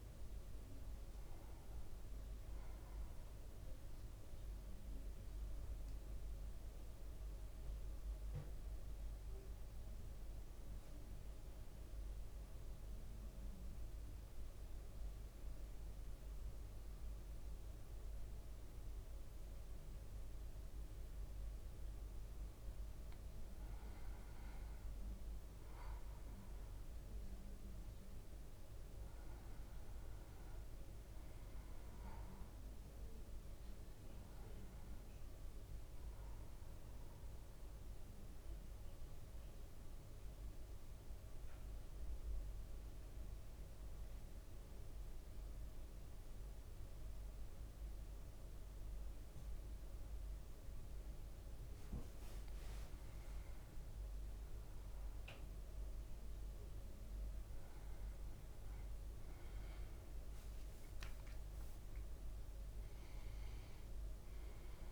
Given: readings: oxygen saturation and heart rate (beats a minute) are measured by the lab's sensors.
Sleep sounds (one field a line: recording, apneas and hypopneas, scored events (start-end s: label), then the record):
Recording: breathing in sleep, hard to hear, by a room microphone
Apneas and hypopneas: 2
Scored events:
3.50-22.00 s: central apnea (oxygen 100% before, 94% lowest, heart rate 57 before, 54 extreme, up 3 after)
22.50-26.00 s: arousal
27.00-52.00 s: oxygen desaturation (device-marked, oxygen 99% before, 94% lowest, heart rate 56 before, 54 extreme)
36.00-52.50 s: central apnea (oxygen 100% before, 94% lowest, heart rate 57 before, 54 extreme, up 5 after)
51.50-54.50 s: leg movement (device-marked)
52.00-64.92 s: new sleep stage, N1 (lightest sleep)
54.00-58.50 s: arousal
From the record:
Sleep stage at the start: N2 (light sleep)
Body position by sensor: on the back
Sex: male